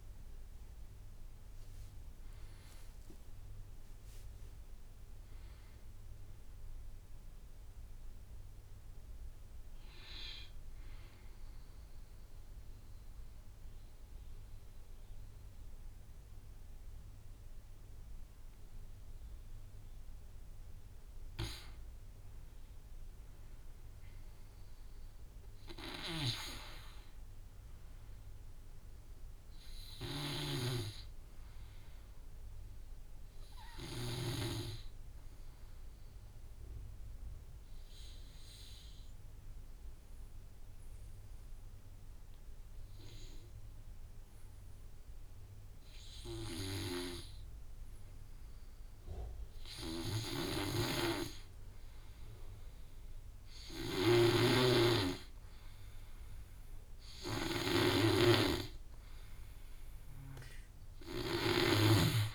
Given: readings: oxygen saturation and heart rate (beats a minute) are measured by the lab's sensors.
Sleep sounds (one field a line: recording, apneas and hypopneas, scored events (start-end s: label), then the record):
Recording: breathing in sleep by a room microphone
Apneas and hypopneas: 1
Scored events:
0.00-12.00 s: oxygen desaturation (device-marked, oxygen 85% lowest, heart rate 49 extreme)
6.00-15.00 s: drop in pulse transit time (device-marked, heart rate 68 before, 50 extreme)
26.00-30.00 s: arousal
30.00-43.00 s: oxygen desaturation (device-marked, oxygen 100% before, 93% lowest, heart rate 52 before, 52 extreme)
35.00-46.50 s: obstructive apnea (oxygen 100% before, 89% lowest, heart rate 52 before, 52 extreme, up 5 after)
49.00-53.00 s: arousal
50.00-61.50 s: snoring (device-marked)
51.00-62.35 s: oxygen desaturation (device-marked, oxygen 98% before, 89% lowest, heart rate 53 before, 48 extreme)
From the record:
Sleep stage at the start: N2 (light sleep)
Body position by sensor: on the back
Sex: male